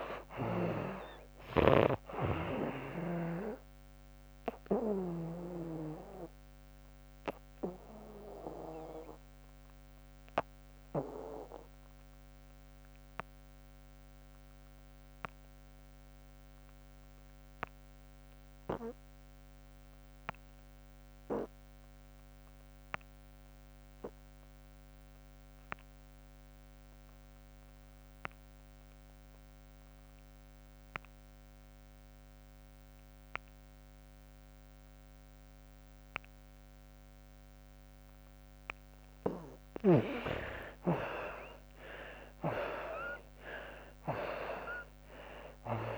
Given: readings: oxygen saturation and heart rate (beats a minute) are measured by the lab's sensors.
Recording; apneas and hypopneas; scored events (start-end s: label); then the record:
breathing in sleep by a microphone on the trachea; 1
0.00-17.50 s: oxygen desaturation (device-marked, oxygen 59% lowest, heart rate 58 extreme)
4.50-39.00 s: obstructive apnea (oxygen 93% before, 51% lowest, heart rate 81 before, 63 extreme, up 36 after)
22.50-45.98 s: oxygen desaturation (device-marked, oxygen 96% before, 56% lowest, heart rate 79 before, 70 extreme)
41.00-45.00 s: arousal
From the record:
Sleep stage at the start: REM sleep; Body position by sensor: on the back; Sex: female